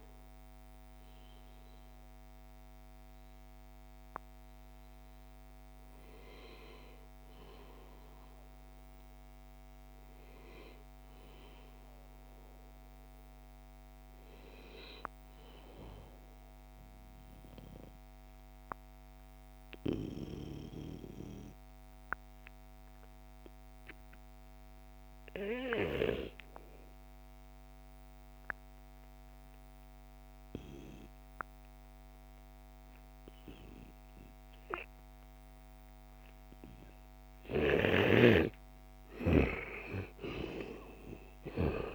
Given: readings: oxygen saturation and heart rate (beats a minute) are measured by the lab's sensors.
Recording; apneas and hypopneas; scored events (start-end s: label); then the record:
breathing in sleep by a microphone on the trachea; 1
3.00-10.00 s: oxygen desaturation (device-marked, oxygen 96% before, 89% lowest, heart rate 71 before, 64 extreme)
17.00-36.50 s: obstructive apnea (oxygen 98% before, 88% lowest, heart rate 75 before, 64 extreme, up 10 after)
28.00-41.94 s: oxygen desaturation (device-marked, oxygen 98% before, 88% lowest, heart rate 69 before, 57 extreme)
38.00-41.94 s: arousal
From the record:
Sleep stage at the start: N2 (light sleep); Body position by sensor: on the back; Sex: male